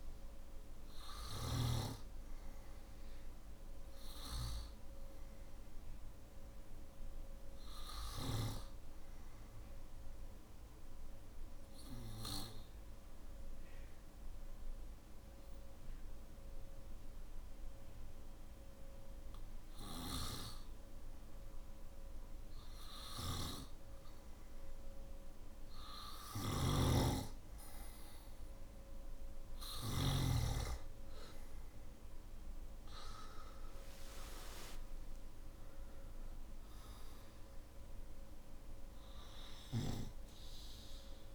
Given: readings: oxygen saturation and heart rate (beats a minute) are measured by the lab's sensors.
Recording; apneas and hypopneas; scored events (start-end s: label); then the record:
breathing in sleep by a room microphone; 1
0.00-1.00 s: snoring (device-marked)
0.00-10.50 s: oxygen desaturation (device-marked, oxygen 92% lowest, heart rate 51 extreme)
2.00-26.50 s: obstructive apnea (oxygen 97% before, 92% lowest, heart rate 56 before, 49 extreme, up 5 after)
25.50-29.50 s: snoring (device-marked)
30.50-41.35 s: oxygen desaturation (device-marked, oxygen 97% before, 92% lowest, heart rate 52 before, 48 extreme)
From the record:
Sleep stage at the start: N3 (deep sleep); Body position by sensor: on the back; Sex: male